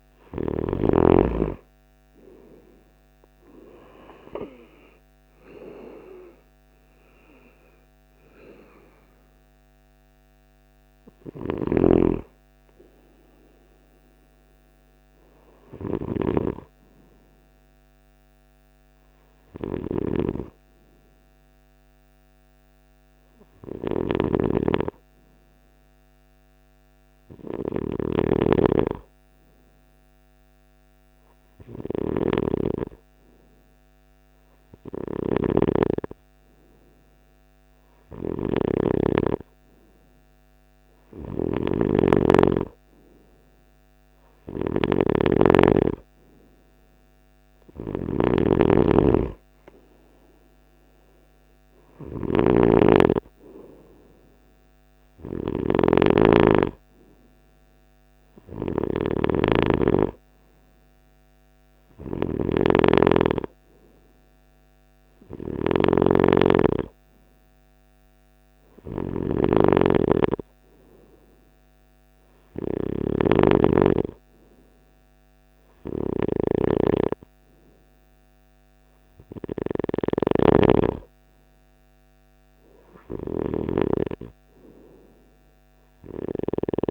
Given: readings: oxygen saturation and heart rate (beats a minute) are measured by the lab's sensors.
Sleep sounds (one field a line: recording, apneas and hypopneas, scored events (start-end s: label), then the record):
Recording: breathing in sleep by a microphone on the trachea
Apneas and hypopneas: 1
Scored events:
10.50-27.50 s: snoring (device-marked)
26.50-38.00 s: hypopnea (oxygen 98% before, 94% lowest, heart rate 70 before, 64 extreme, up 5 after)
34.00-86.91 s: snoring (device-marked)
41.00-46.00 s: arousal
From the record:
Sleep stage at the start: N3 (deep sleep)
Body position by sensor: on the right side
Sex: male